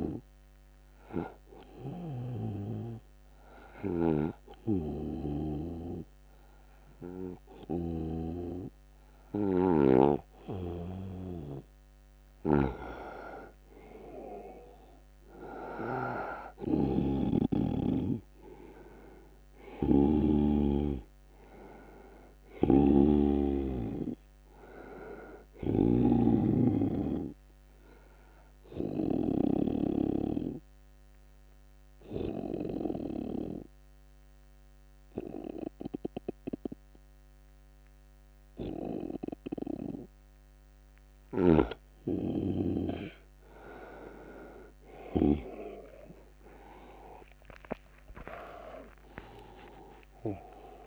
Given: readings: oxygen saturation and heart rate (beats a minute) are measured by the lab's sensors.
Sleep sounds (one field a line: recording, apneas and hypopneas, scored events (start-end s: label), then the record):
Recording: breathing in sleep by a microphone on the trachea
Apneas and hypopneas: 2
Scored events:
0.00-7.00 s: oxygen desaturation (device-marked, oxygen 91% lowest, heart rate 74 extreme)
0.00-29.50 s: snoring (device-marked)
1.00-12.00 s: obstructive apnea (oxygen 97% before, 92% lowest, heart rate 79 before, 74 extreme, up 3 after)
15.00-18.50 s: arousal
19.00-37.00 s: oxygen desaturation (device-marked, oxygen 97% before, 93% lowest, heart rate 80 before, 74 extreme)
28.50-40.50 s: obstructive apnea (oxygen 97% before, 92% lowest, heart rate 79 before, 76 extreme, up 29 after)
41.00-45.50 s: snoring (device-marked)
45.00-50.87 s: tachycardia (device-marked, heart rate 87 before, 158 extreme)
46.00-50.50 s: arousal
49.00-50.87 s: oxygen desaturation (device-marked, oxygen 98% before, 92% lowest, heart rate 81 before, 75 extreme)
From the record:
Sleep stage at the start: N2 (light sleep)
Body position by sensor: on the right side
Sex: male